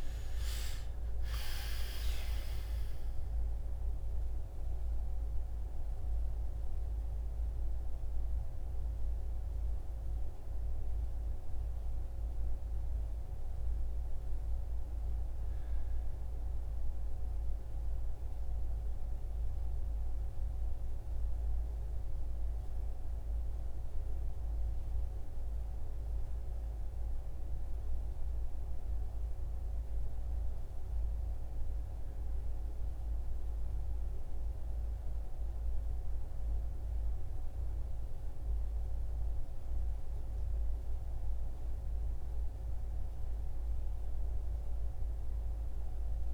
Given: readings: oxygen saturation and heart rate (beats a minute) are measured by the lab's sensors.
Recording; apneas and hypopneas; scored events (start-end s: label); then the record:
breathing in sleep, hard to hear, by a room microphone; none
none scored
From the record:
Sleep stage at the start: N1 (lightest sleep); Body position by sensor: on the right side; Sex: male